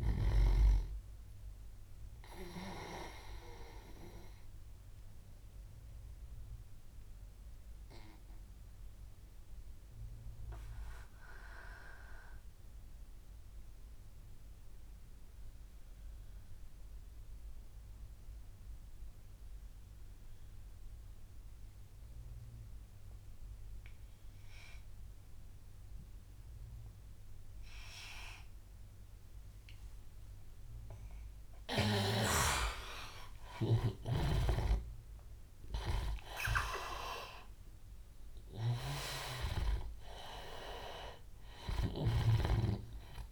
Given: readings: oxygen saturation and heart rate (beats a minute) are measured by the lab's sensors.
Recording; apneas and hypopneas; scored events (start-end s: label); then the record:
breathing in sleep by a room microphone; 1
0.00-15.50 s: oxygen desaturation (device-marked, oxygen 85% lowest, heart rate 75 extreme)
2.00-31.50 s: obstructive apnea (oxygen 98% before, 85% lowest, heart rate 84 before, 75 extreme, up 11 after)
27.50-43.32 s: oxygen desaturation (device-marked, oxygen 99% before, 86% lowest, heart rate 80 before, 77 extreme)
32.50-36.50 s: arousal
From the record:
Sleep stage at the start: N2 (light sleep); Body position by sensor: on the back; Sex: male